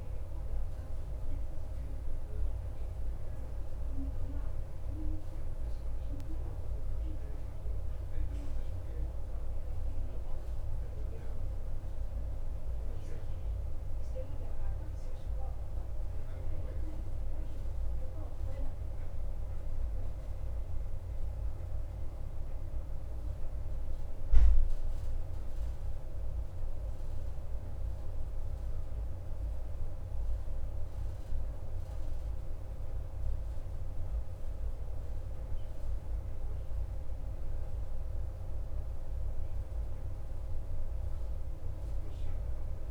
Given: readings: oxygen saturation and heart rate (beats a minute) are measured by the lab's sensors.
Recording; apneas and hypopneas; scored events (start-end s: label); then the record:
breathing in sleep, hard to hear, by a room microphone; 1
3.00-24.00 s: oxygen desaturation (device-marked, oxygen 94% before, 90% lowest, heart rate 96 before, 54 extreme)
4.00-37.50 s: hypopnea (oxygen 95% before, 90% lowest, heart rate 95 before, 54 extreme, up 1 after)
16.00-42.91 s: new sleep stage, N1 (lightest sleep)
40.00-42.91 s: arousal
From the record:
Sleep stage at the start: N2 (light sleep); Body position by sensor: on the back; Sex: male